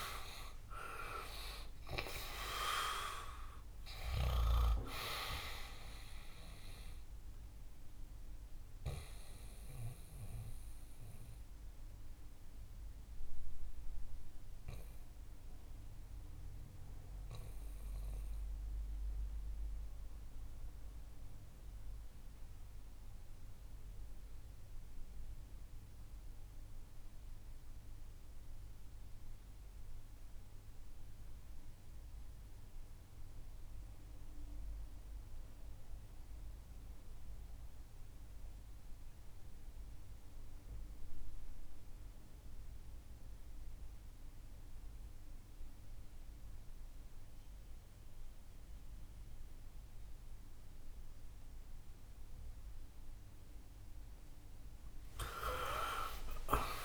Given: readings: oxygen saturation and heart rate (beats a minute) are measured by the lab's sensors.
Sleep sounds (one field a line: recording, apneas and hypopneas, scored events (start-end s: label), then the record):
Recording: breathing in sleep by a room microphone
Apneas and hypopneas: 1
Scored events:
0.00-1.50 s: arousal
0.00-4.50 s: snoring (device-marked)
2.50-27.50 s: oxygen desaturation (device-marked, oxygen 95% before, 78% lowest, heart rate 62 before, 62 extreme)
9.00-52.50 s: obstructive apnea (oxygen 96% before, 77% lowest, heart rate 69 before, 61 extreme, up 19 after)
40.50-56.85 s: oxygen desaturation (device-marked, oxygen 98% before, 77% lowest, heart rate 68 before, 60 extreme)
55.00-56.85 s: arousal
From the record:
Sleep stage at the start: REM sleep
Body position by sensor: on the back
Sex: male